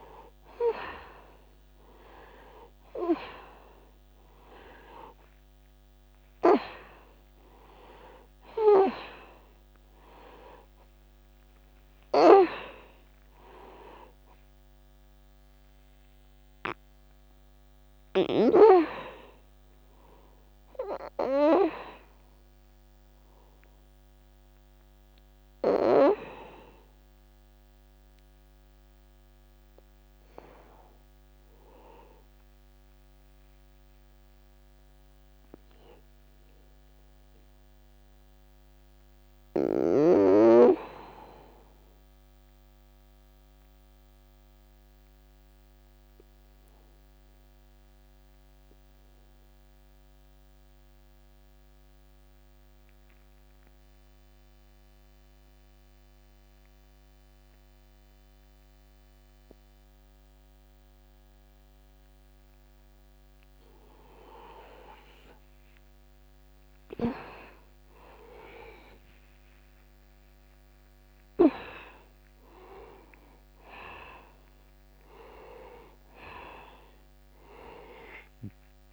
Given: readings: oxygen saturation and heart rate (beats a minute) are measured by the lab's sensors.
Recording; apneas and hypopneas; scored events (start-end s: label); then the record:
breathing in sleep by a microphone on the trachea; 1
0.00-31.00 s: oxygen desaturation (device-marked, oxygen 83% lowest, heart rate 63 extreme)
33.50-38.00 s: arousal
43.50-64.00 s: mixed apnea (oxygen 98% before, 86% lowest, heart rate 63 before, 62 extreme, up 0 after)
65.00-78.93 s: oxygen desaturation (device-marked, oxygen 97% before, 86% lowest, heart rate 63 before, 61 extreme)
66.50-71.00 s: arousal
From the record:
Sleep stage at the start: N2 (light sleep); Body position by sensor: on the back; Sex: male